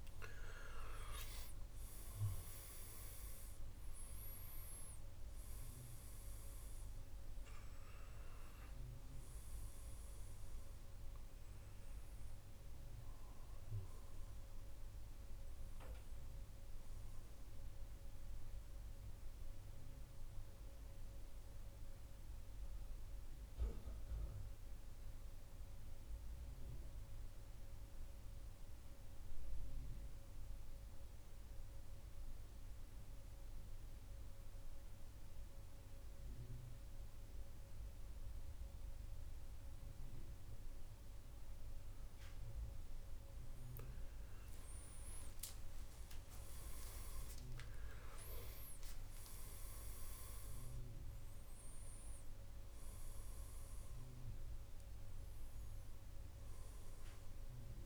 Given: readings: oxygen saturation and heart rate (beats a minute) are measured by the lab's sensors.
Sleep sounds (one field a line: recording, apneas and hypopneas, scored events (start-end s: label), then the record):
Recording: breathing in sleep, hard to hear, by a room microphone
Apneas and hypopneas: 1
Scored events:
0.00-19.00 s: oxygen desaturation (device-marked, oxygen 90% lowest, heart rate 65 extreme)
19.50-23.50 s: arousal
27.00-43.50 s: central apnea (oxygen 98% before, 94% lowest, heart rate 68 before, 64 extreme, up 8 after)
44.50-48.50 s: arousal
45.00-57.86 s: oxygen desaturation (device-marked, oxygen 97% before, 94% lowest, heart rate 68 before, 64 extreme)
From the record:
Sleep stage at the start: N2 (light sleep)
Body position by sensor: on the back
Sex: male